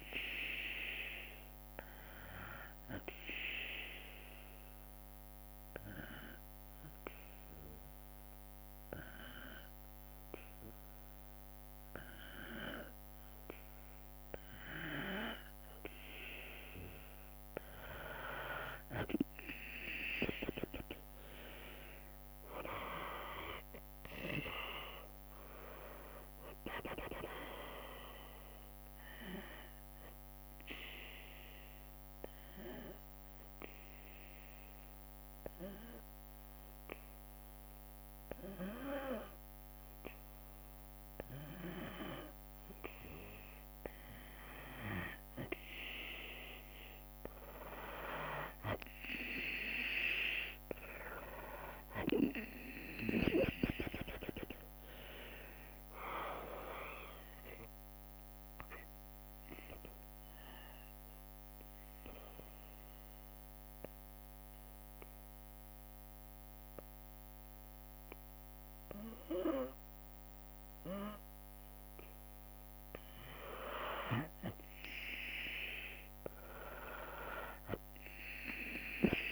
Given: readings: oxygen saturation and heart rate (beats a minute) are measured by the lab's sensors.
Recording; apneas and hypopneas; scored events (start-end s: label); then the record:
breathing in sleep by a microphone on the trachea; 3
2.50-14.50 s: obstructive apnea (oxygen 95% before, 91% lowest, heart rate 69 before, 59 extreme, up 10 after)
20.50-38.50 s: oxygen desaturation (device-marked, oxygen 96% before, 91% lowest, heart rate 66 before, 59 extreme)
23.50-26.50 s: arousal
30.00-42.50 s: mixed apnea (oxygen 96% before, 91% lowest, heart rate 69 before, 59 extreme, up 6 after)
50.50-68.50 s: oxygen desaturation (device-marked, oxygen 97% before, 91% lowest, heart rate 62 before, 54 extreme)
52.50-56.00 s: arousal
60.50-71.50 s: obstructive apnea (oxygen 97% before, 91% lowest, heart rate 68 before, 54 extreme, up 7 after)
76.50-79.32 s: oxygen desaturation (device-marked, oxygen 97% before, 91% lowest, heart rate 67 before, 54 extreme)
77.50-79.32 s: drop in pulse transit time (device-marked, heart rate 66 before, 57 extreme)
From the record:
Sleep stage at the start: N2 (light sleep); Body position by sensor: on the back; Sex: female